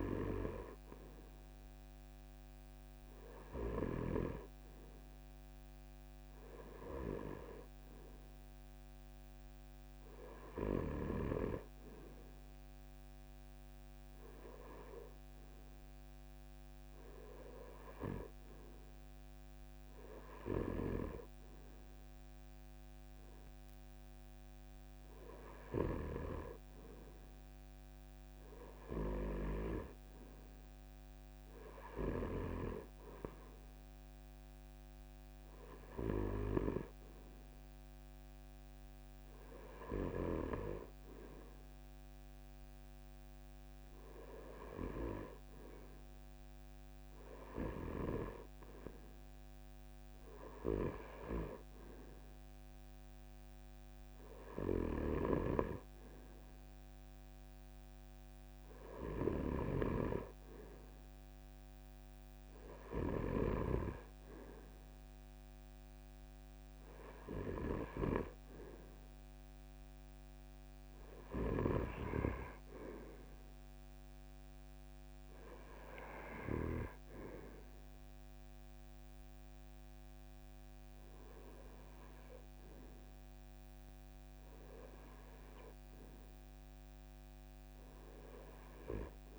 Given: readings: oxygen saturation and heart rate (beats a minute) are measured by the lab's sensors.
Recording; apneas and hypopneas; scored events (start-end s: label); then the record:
breathing in sleep by a microphone on the trachea; none
none scored
From the record:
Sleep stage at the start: REM sleep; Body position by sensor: on the front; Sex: male